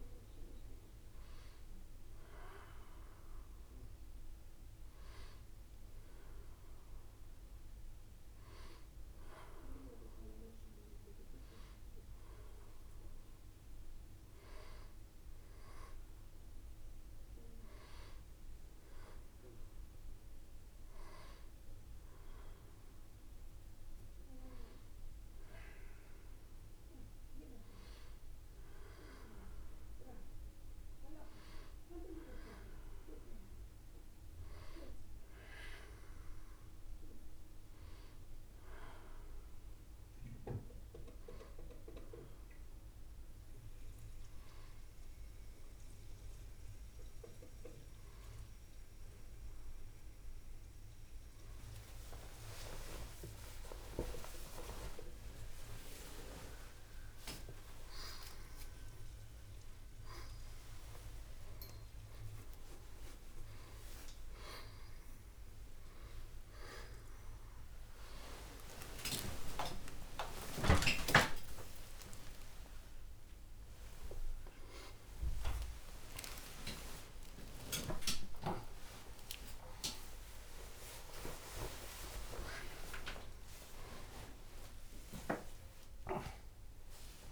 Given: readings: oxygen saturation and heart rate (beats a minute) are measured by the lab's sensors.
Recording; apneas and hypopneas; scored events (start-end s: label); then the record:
a person partly awake in a sleep study, by a room microphone; none
56.00-58.00 s: long interval between heartbeats (device-marked, heart rate 74 before, 90 extreme)
58.50-60.50 s: long interval between heartbeats (device-marked, heart rate 76 before, 115 extreme)
62.00-64.00 s: long interval between heartbeats (device-marked, heart rate 85 before, 136 extreme)
62.00-87.32 s: new sleep stage, awake
65.50-67.50 s: long interval between heartbeats (device-marked, heart rate 95 before, 135 extreme)
67.00-87.32 s: oxygen desaturation (device-marked, oxygen 93% before, 87% lowest)
69.00-71.00 s: long interval between heartbeats (device-marked, heart rate 106 before, 115 extreme)
71.50-73.50 s: long interval between heartbeats (device-marked, heart rate 111 before, 138 extreme)
79.00-81.00 s: long interval between heartbeats (device-marked, heart rate 119 before, 55 extreme)
84.50-86.50 s: long interval between heartbeats (device-marked, heart rate 102 before, 47 extreme)
From the record:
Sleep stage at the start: N1 (lightest sleep); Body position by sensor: on the back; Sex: female